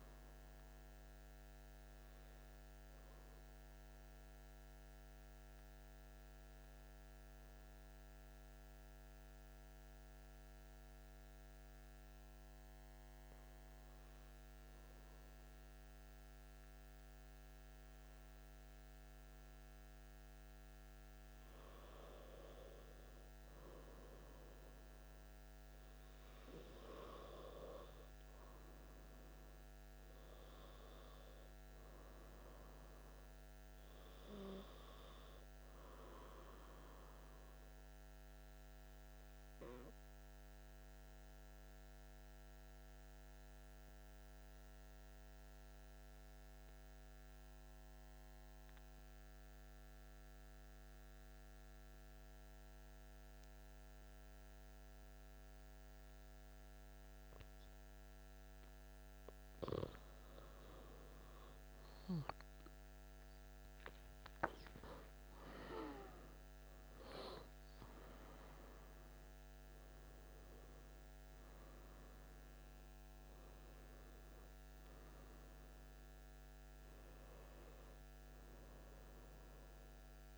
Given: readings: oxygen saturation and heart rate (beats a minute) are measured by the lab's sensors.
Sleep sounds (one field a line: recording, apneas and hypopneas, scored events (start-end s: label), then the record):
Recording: breathing in sleep by a microphone on the trachea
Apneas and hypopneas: 2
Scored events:
1.00-20.00 s: obstructive apnea (oxygen 94% before, 91% lowest, heart rate 174 before, 29 extreme)
22.00-27.00 s: arousal
31.00-44.00 s: oxygen desaturation (device-marked, oxygen 96% before, 92% lowest, heart rate 105 before, 164 extreme)
40.00-58.50 s: obstructive apnea (oxygen 96% before, 91% lowest, heart rate 134 before, 149 extreme, up 21 after)
60.00-64.50 s: arousal
63.00-80.38 s: oxygen desaturation (device-marked, oxygen 96% before, 91% lowest, heart rate 186 before, 136 extreme)
From the record:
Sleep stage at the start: N2 (light sleep)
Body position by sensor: on the back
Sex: male